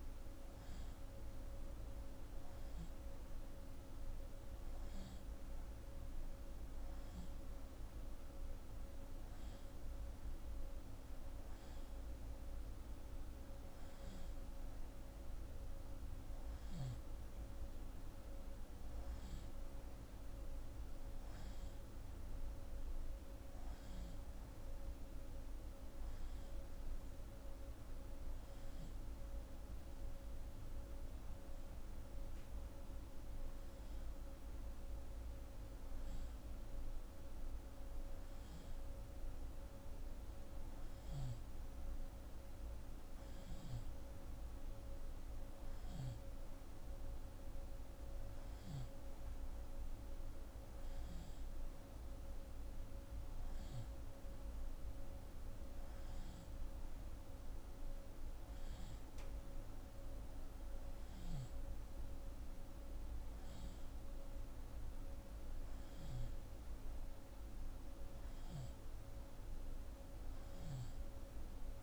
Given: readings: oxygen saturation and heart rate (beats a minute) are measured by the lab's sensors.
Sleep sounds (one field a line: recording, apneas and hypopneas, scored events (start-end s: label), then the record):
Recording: breathing in sleep, hard to hear, by a room microphone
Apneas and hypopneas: none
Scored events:
none scored
From the record:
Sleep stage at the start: N2 (light sleep)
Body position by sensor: on the left side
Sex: female